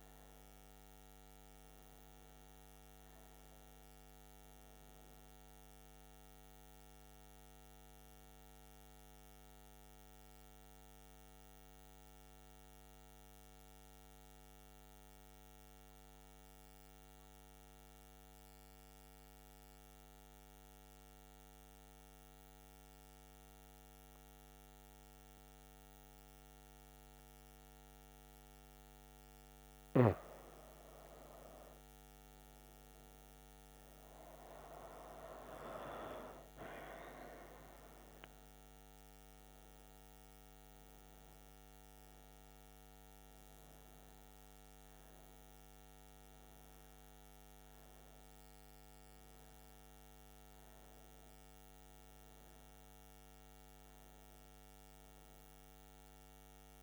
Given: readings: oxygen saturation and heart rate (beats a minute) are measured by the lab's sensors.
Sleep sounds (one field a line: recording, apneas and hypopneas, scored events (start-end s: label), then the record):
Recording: breathing in sleep by a microphone on the trachea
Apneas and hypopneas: 1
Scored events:
0.00-4.50 s: oxygen desaturation (device-marked, oxygen 93% lowest, heart rate 63 extreme)
4.00-7.00 s: arousal
9.00-28.00 s: mixed apnea (oxygen 99% before, 91% lowest, heart rate 84 before, 63 extreme, up 11 after)
23.50-56.50 s: oxygen desaturation (device-marked, oxygen 98% before, 91% lowest, heart rate 71 before, 63 extreme)
31.00-35.00 s: arousal
From the record:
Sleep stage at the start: N2 (light sleep)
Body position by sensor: on the right side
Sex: female